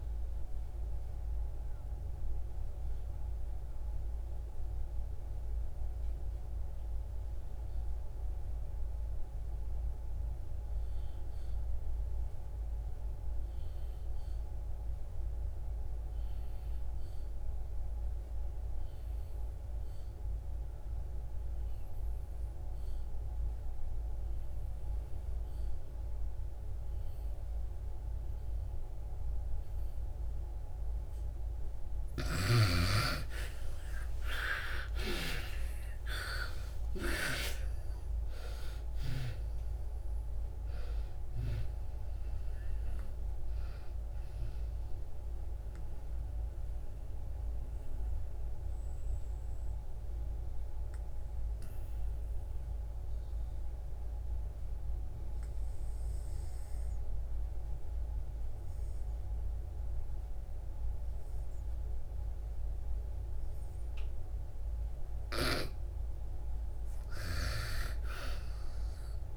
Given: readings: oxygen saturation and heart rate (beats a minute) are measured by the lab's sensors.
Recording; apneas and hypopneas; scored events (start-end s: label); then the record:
breathing in sleep by a room microphone; 2
0.00-18.00 s: oxygen desaturation (device-marked, oxygen 98% before, 79% lowest, heart rate 62 before, 54 extreme)
0.50-30.00 s: obstructive apnea (oxygen 98% before, 75% lowest, heart rate 82 before, 54 extreme, up 43 after)
23.00-41.00 s: oxygen desaturation (device-marked, oxygen 98% before, 84% lowest, heart rate 60 before, 55 extreme)
33.50-38.50 s: arousal
43.00-59.00 s: oxygen desaturation (device-marked, oxygen 87% before, 75% lowest, heart rate 75 before, 55 extreme)
45.00-65.00 s: obstructive apnea (oxygen 98% before, 75% lowest, heart rate 76 before, 55 extreme, up 10 after)
66.50-69.37 s: arousal
68.00-69.37 s: oxygen desaturation (device-marked, oxygen 99% before, 83% lowest, heart rate 61 before, 55 extreme)
From the record:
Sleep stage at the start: N2 (light sleep); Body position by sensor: on the back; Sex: female